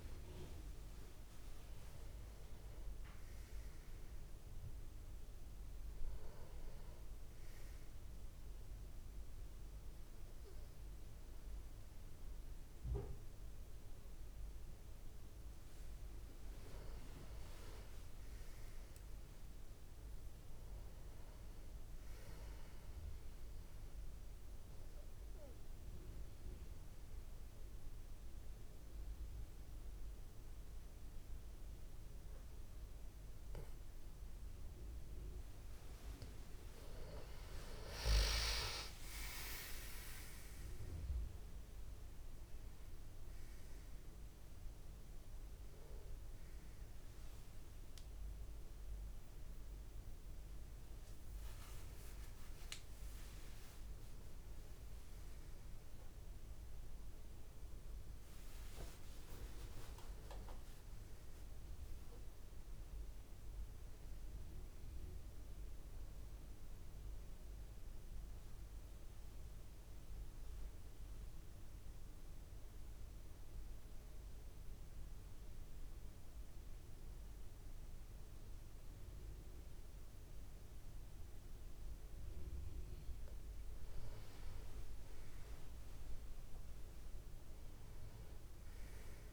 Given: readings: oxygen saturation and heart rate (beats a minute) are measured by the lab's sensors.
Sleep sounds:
breathing in sleep, hard to hear, by a room microphone; 2
2.00-7.00 s: tachycardia (device-marked)
24.00-35.50 s: obstructive apnea (oxygen 95% before, 92% lowest)
37.00-41.00 s: arousal
51.00-64.00 s: oxygen desaturation (device-marked, oxygen 96% before, 92% lowest)
67.00-71.00 s: arousal
74.00-84.00 s: obstructive apnea (oxygen 98% before, 92% lowest)
86.50-89.33 s: arousal
From the record:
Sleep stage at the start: N2 (light sleep); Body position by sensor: on the back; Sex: male

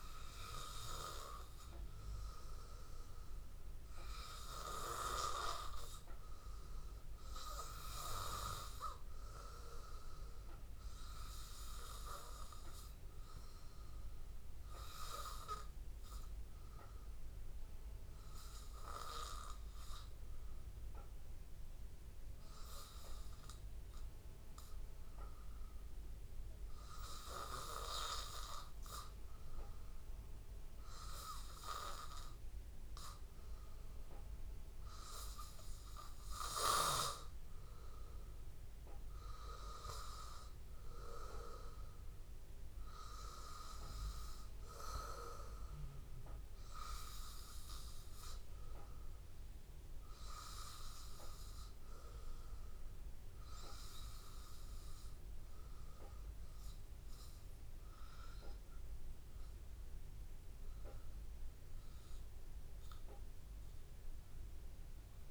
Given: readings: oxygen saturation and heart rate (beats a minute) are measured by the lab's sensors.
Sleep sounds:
breathing in sleep by a room microphone; 1
20.00-38.50 s: obstructive apnea (oxygen 96% before, 94% lowest, heart rate 83 before, 83 extreme, up 1 after)
40.50-43.50 s: arousal
From the record:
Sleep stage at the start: N2 (light sleep); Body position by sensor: on the back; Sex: male

